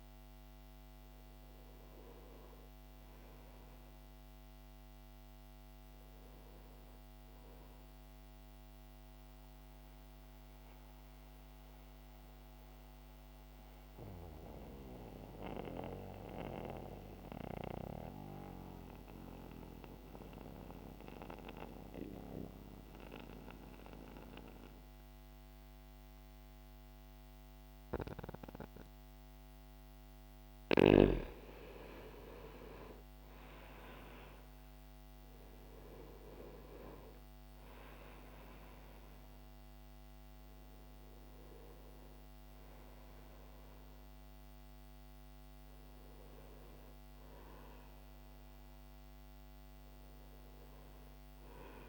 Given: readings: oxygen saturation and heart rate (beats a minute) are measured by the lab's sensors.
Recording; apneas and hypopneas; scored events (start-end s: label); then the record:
breathing in sleep by a microphone on the trachea; 1
0.00-24.00 s: oxygen desaturation (device-marked, oxygen 86% lowest, heart rate 44 extreme)
7.50-30.00 s: mixed apnea (oxygen 96% before, 86% lowest, heart rate 57 before, 44 extreme, up 0 after)
32.50-36.50 s: arousal
From the record:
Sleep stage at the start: N2 (light sleep); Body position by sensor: on the back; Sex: male